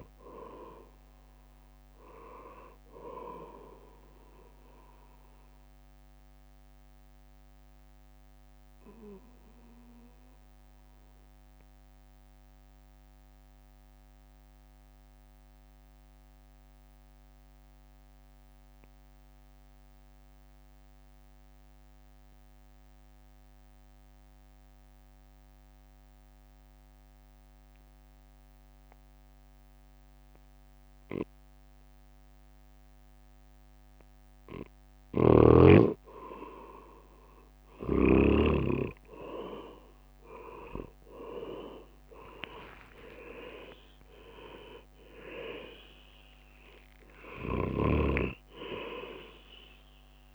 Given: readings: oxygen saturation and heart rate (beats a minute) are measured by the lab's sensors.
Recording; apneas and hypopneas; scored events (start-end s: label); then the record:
breathing in sleep by a microphone on the trachea; 1
0.00-12.00 s: drop in pulse transit time (device-marked, heart rate 51 extreme)
7.50-35.00 s: mixed apnea (oxygen 99% before, 95% lowest, heart rate 59 before, 51 extreme, up 7 after)
37.00-50.35 s: drop in pulse transit time (device-marked, heart rate 54 before, 55 extreme)
37.50-42.00 s: arousal
41.00-44.00 s: leg movement (device-marked)
41.00-50.35 s: oxygen desaturation (device-marked, oxygen 99% before, 95% lowest, heart rate 55 before, 53 extreme)
From the record:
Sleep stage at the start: N2 (light sleep); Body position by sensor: on the right side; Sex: male